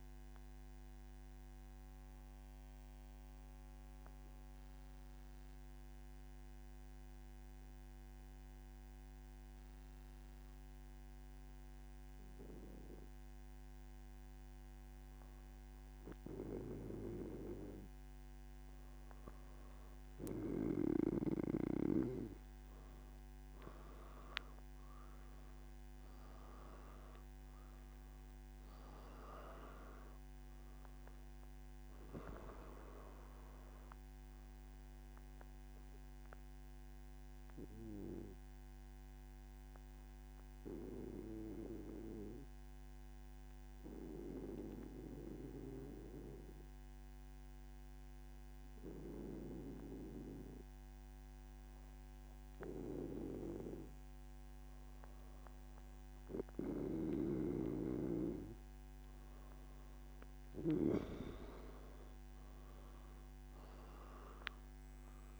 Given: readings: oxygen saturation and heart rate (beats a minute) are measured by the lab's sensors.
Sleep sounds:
breathing in sleep by a microphone on the trachea; 2
0.50-19.50 s: obstructive apnea (oxygen 95% before, 93% lowest, heart rate 117 before, 108 extreme, up 8 after)
4.50-17.50 s: oxygen desaturation (device-marked, oxygen 96% before, 93% lowest, heart rate 118 before, 108 extreme)
40.00-55.00 s: obstructive apnea (oxygen 96% before, 93% lowest, heart rate 119 before, 106 extreme, up 11 after)
From the record:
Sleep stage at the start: N3 (deep sleep); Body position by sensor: on the back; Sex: male

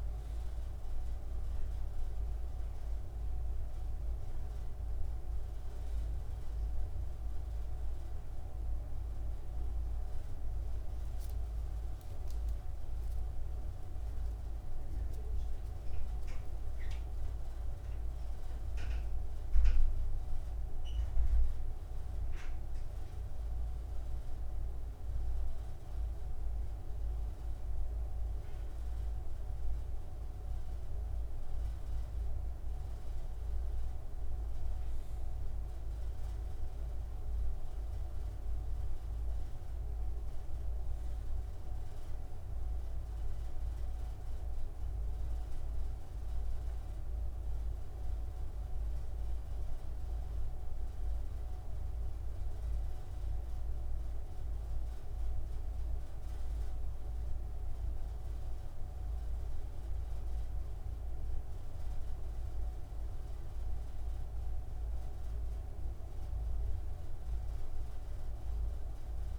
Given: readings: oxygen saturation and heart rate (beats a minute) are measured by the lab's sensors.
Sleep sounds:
breathing in sleep, hard to hear, by a room microphone; none
none scored
From the record:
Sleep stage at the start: N1 (lightest sleep); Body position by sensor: on the front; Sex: male

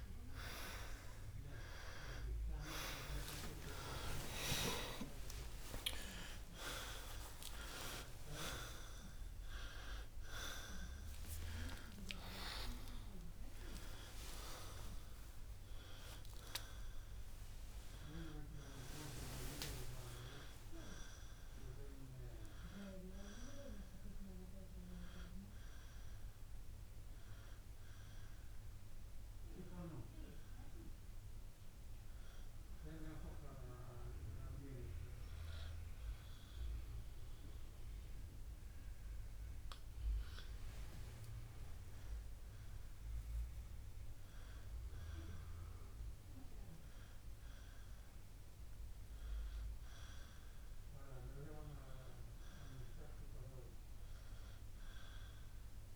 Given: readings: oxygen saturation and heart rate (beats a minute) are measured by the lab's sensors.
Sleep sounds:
a person partly awake in a sleep study, by a room microphone; 1
1.50-18.50 s: oxygen desaturation (device-marked, oxygen 97% before, 92% lowest, heart rate 63 before, 63 extreme)
26.50-55.96 s: new sleep stage, N1 (lightest sleep)
31.50-44.00 s: hypopnea (oxygen 95% before, 91% lowest, heart rate 81 before, 55 extreme, up 5 after)
46.00-50.50 s: arousal
From the record:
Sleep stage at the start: awake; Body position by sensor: on the right side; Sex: male

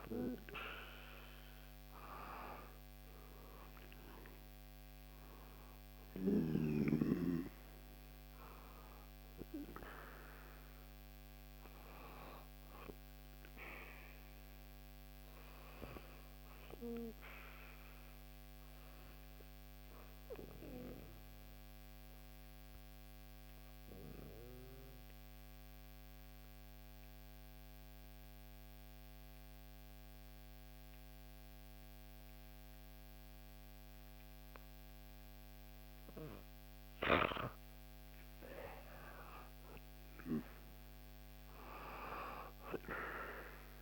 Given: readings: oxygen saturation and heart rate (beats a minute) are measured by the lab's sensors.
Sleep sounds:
breathing in sleep by a microphone on the trachea; 1
0.00-8.00 s: oxygen desaturation (device-marked, oxygen 90% lowest, heart rate 59 extreme)
11.00-13.50 s: arousal
15.00-38.00 s: obstructive apnea (oxygen 96% before, 90% lowest, heart rate 62 before, 58 extreme, up 5 after)
34.00-43.82 s: oxygen desaturation (device-marked, oxygen 97% before, 90% lowest, heart rate 60 before, 58 extreme)
40.00-43.00 s: arousal
From the record:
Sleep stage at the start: N2 (light sleep); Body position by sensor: on the back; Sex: female

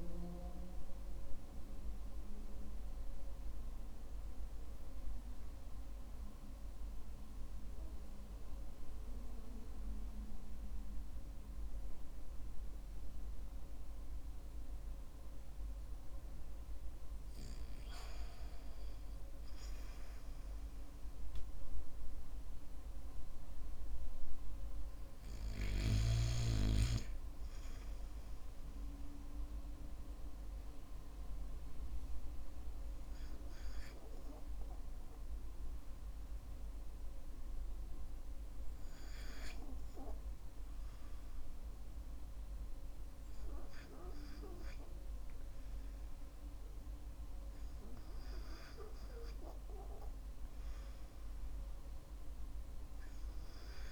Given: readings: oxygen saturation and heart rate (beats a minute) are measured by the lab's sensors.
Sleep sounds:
breathing in sleep by a room microphone; 1
2.00-17.50 s: hypopnea (oxygen 96% before, 85% lowest, heart rate 67 before, 48 extreme, up 3 after)
14.50-19.50 s: oxygen desaturation (device-marked, oxygen 94% before, 85% lowest, heart rate 53 before, 48 extreme)
20.50-24.00 s: arousal
From the record:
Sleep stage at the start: REM sleep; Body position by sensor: on the back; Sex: male

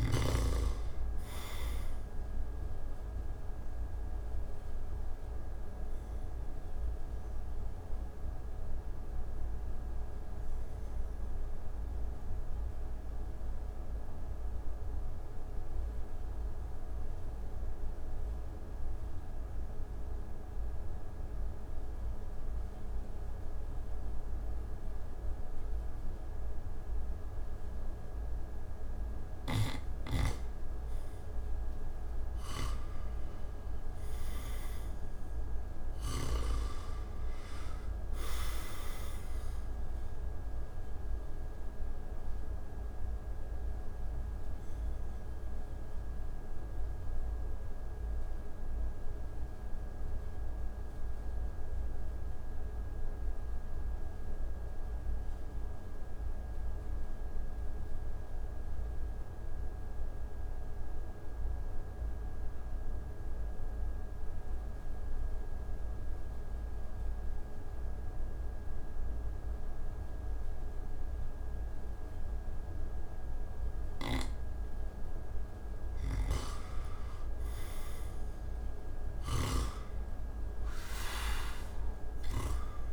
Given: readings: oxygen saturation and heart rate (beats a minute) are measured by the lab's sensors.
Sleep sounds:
breathing in sleep by a room microphone; 2
1.50-23.50 s: oxygen desaturation (device-marked, oxygen 97% before, 85% lowest)
4.50-30.50 s: obstructive apnea (oxygen 98% before, 85% lowest)
32.50-62.50 s: oxygen desaturation (device-marked, oxygen 97% before, 85% lowest)
33.00-36.50 s: arousal
40.00-75.50 s: mixed apnea (oxygen 97% before, 81% lowest)
71.50-82.93 s: oxygen desaturation (device-marked, oxygen 98% before, 81% lowest)
75.50-79.00 s: snoring (device-marked)
77.50-82.00 s: arousal
From the record:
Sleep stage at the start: N2 (light sleep); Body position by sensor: on the back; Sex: male

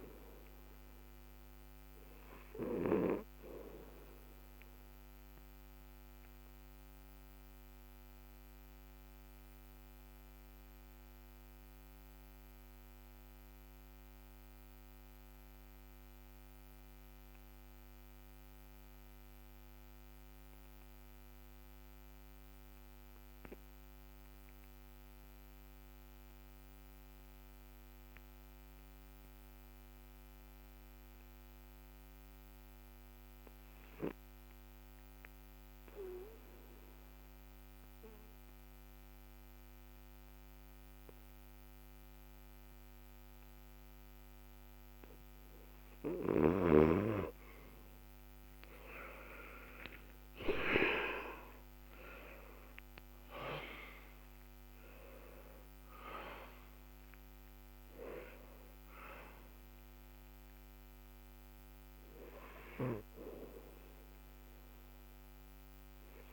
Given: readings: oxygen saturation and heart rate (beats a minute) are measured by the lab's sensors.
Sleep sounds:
breathing in sleep by a microphone on the trachea; 1
0.00-23.00 s: oxygen desaturation (device-marked, oxygen 91% lowest, heart rate 54 extreme)
5.00-44.50 s: mixed apnea (oxygen 97% before, 72% lowest, heart rate 71 before, 54 extreme, up 16 after)
30.00-66.33 s: oxygen desaturation (device-marked, oxygen 95% before, 72% lowest, heart rate 64 before, 54 extreme)
48.00-53.50 s: arousal
From the record:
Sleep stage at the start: REM sleep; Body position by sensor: on the back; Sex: male

